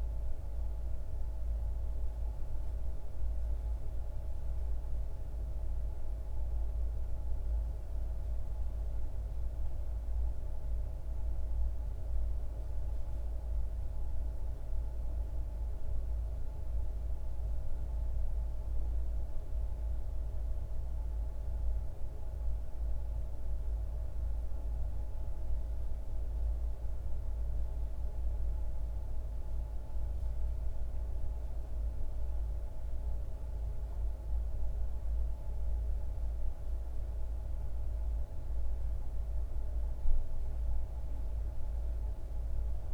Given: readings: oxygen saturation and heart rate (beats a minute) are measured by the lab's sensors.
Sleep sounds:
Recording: a person awake in a sleep study, hard to hear, by a room microphone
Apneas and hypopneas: none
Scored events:
none scored
From the record:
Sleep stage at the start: awake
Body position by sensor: on the back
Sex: male

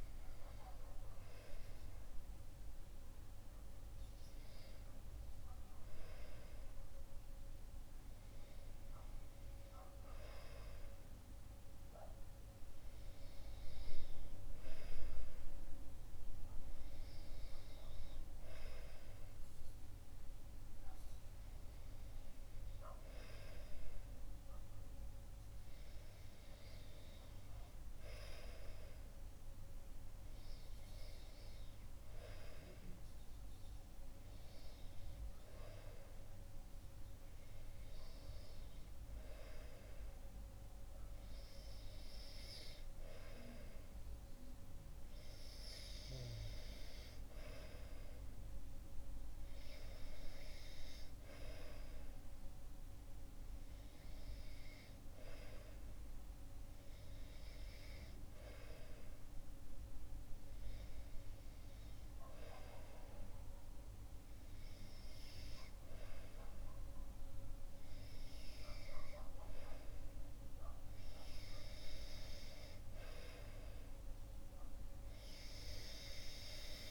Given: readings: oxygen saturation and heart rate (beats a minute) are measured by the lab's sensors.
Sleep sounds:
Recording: breathing in sleep by a room microphone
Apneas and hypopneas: none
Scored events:
15.00-76.91 s: new sleep stage, REM sleep
From the record:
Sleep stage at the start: N2 (light sleep)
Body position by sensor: on the back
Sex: male

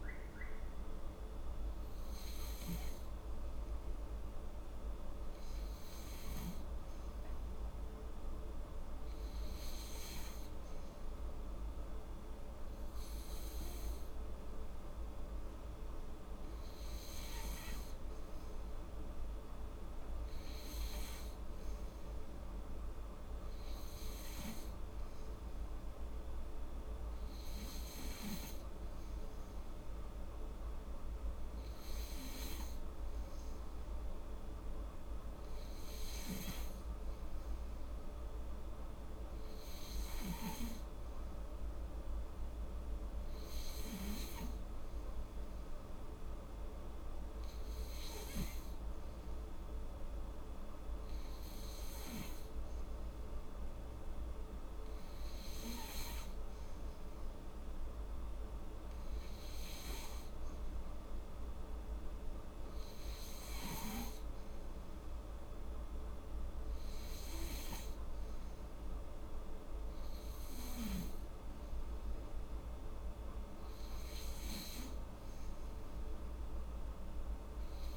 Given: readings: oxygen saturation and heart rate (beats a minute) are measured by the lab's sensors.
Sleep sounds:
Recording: breathing in sleep, hard to hear, by a room microphone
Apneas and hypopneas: none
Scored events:
none scored
From the record:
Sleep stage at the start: N3 (deep sleep)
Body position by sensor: on the back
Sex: female

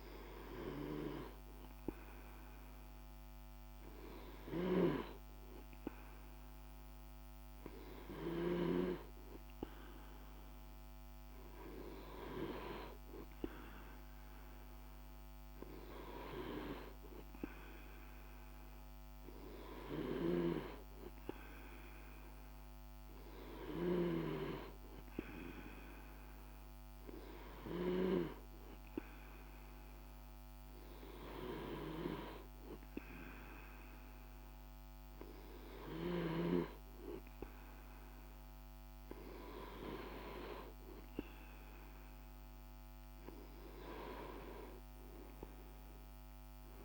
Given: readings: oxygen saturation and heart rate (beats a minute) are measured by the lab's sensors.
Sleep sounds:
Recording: breathing in sleep by a microphone on the trachea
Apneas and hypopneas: none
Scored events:
none scored
From the record:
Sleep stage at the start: N2 (light sleep)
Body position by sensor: on the back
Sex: male

